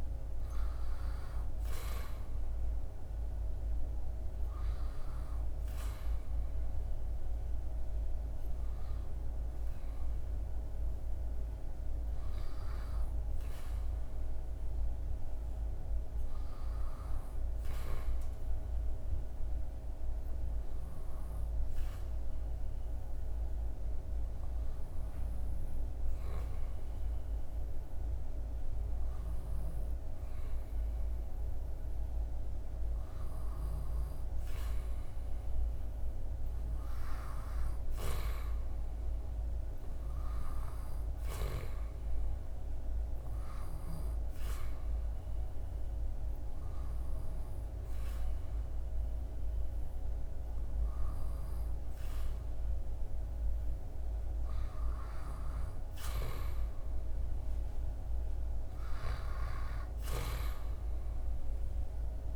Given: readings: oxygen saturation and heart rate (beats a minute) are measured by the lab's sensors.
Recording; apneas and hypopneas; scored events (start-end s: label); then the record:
breathing in sleep, hard to hear, by a room microphone; 1
18.50-30.50 s: hypopnea (oxygen 98% before, 93% lowest, heart rate 79 before, 76 extreme, up 1 after)
25.00-62.36 s: new sleep stage, REM sleep
34.00-38.50 s: arousal
36.00-56.00 s: oxygen desaturation (device-marked, oxygen 96% before, 93% lowest, heart rate 79 before, 75 extreme)
From the record:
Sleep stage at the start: N2 (light sleep); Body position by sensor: on the back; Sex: male